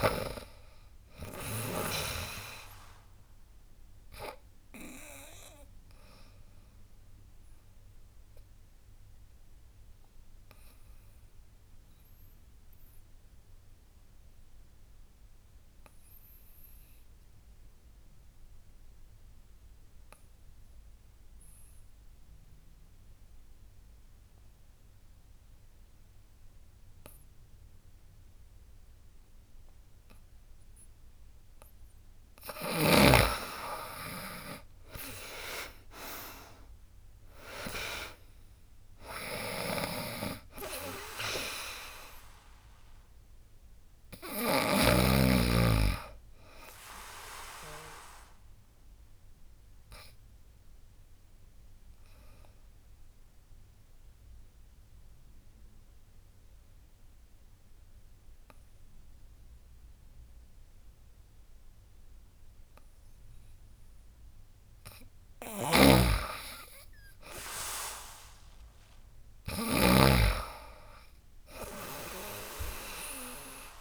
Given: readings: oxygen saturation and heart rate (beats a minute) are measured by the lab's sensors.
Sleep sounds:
breathing in sleep by a room microphone; 2
0.00-9.00 s: drop in pulse transit time (device-marked, heart rate 74 extreme)
0.00-11.00 s: oxygen desaturation (device-marked, oxygen 92% lowest, heart rate 68 extreme)
5.00-30.00 s: obstructive apnea (oxygen 98% before, 86% lowest, heart rate 76 before, 68 extreme, up 12 after)
28.00-62.00 s: oxygen desaturation (device-marked, oxygen 98% before, 86% lowest, heart rate 75 before, 64 extreme)
33.00-47.00 s: drop in pulse transit time (device-marked, heart rate 76 before, 72 extreme)
33.50-36.50 s: arousal
39.00-44.50 s: snoring (device-marked)
46.50-63.50 s: obstructive apnea (oxygen 98% before, 86% lowest, heart rate 81 before, 64 extreme, up 15 after)
65.00-69.50 s: snoring (device-marked)
66.00-69.00 s: arousal
67.00-73.81 s: drop in pulse transit time (device-marked, heart rate 73 before, 77 extreme)
From the record:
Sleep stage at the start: N2 (light sleep); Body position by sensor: on the back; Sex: female

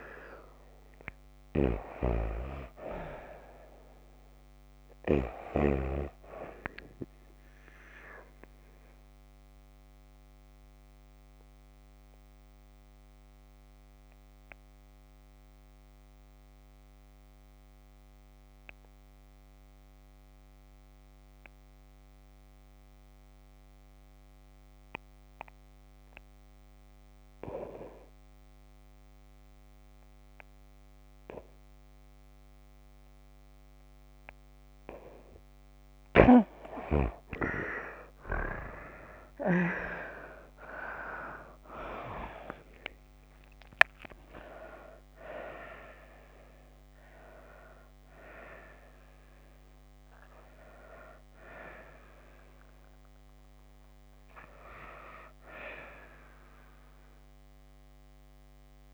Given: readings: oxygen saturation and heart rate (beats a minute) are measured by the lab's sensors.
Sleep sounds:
breathing in sleep by a microphone on the trachea; 1
0.00-3.50 s: arousal
0.00-7.50 s: oxygen desaturation (device-marked, oxygen 92% lowest)
1.50-5.50 s: snoring (device-marked)
8.50-33.50 s: obstructive apnea (oxygen 97% before, 88% lowest)
31.50-40.50 s: oxygen desaturation (device-marked, oxygen 95% before, 88% lowest)
39.00-44.50 s: arousal
From the record:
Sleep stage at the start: N2 (light sleep); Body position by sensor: on the back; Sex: female

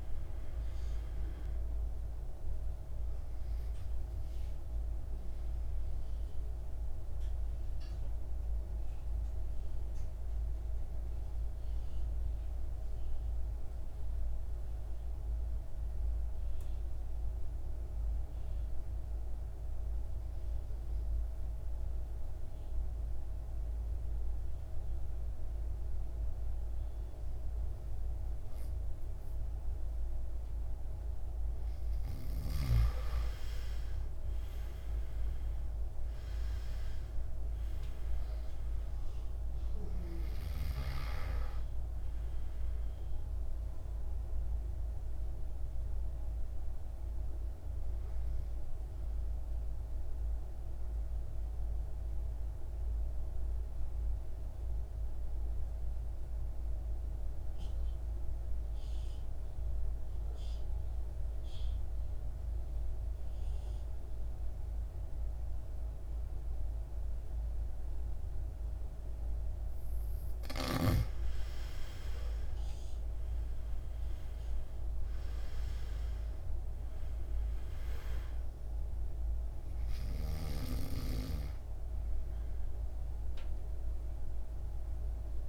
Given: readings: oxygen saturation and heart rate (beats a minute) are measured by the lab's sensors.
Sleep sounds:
breathing in sleep, hard to hear, by a room microphone; 2
0.00-20.00 s: oxygen desaturation (device-marked, oxygen 88% lowest, heart rate 53 extreme)
4.50-32.00 s: mixed apnea (oxygen 98% before, 85% lowest, heart rate 58 before, 53 extreme, up 11 after)
30.00-61.00 s: oxygen desaturation (device-marked, oxygen 99% before, 85% lowest, heart rate 54 before, 55 extreme)
34.00-38.00 s: arousal
48.00-68.50 s: central apnea (oxygen 99% before, 85% lowest, heart rate 60 before, 55 extreme, up 9 after)
72.00-76.00 s: arousal
74.00-85.49 s: oxygen desaturation (device-marked, oxygen 98% before, 85% lowest, heart rate 58 before, 54 extreme)
From the record:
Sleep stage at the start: N2 (light sleep); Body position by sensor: on the back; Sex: male

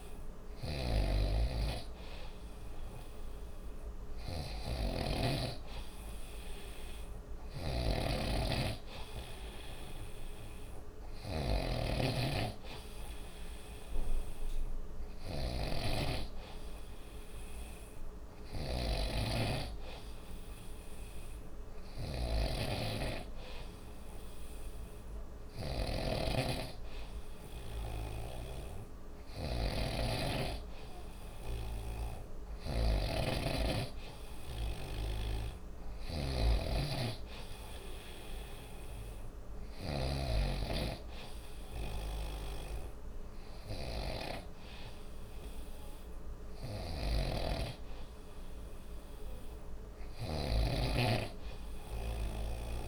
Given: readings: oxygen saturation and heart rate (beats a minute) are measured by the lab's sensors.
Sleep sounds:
breathing in sleep by a room microphone; none
0.00-40.00 s: snoring (device-marked)
47.00-52.88 s: snoring (device-marked)
From the record:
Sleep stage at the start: N3 (deep sleep); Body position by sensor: on the right side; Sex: male

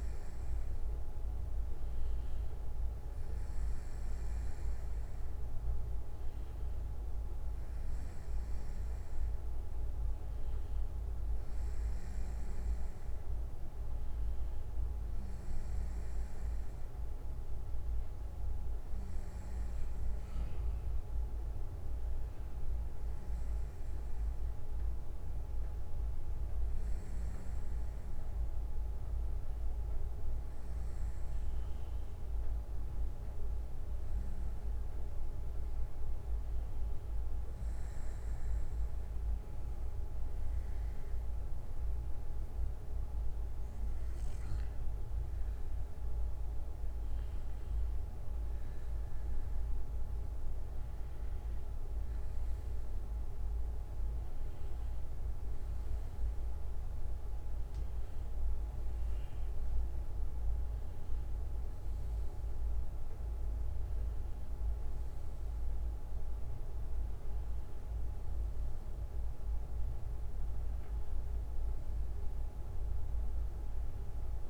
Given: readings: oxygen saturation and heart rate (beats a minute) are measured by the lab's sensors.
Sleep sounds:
breathing in sleep, hard to hear, by a room microphone; none
17.50-34.50 s: bradycardia (device-marked, heart rate 63 before, 58 extreme)
From the record:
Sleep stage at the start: N1 (lightest sleep); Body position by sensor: on the back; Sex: male

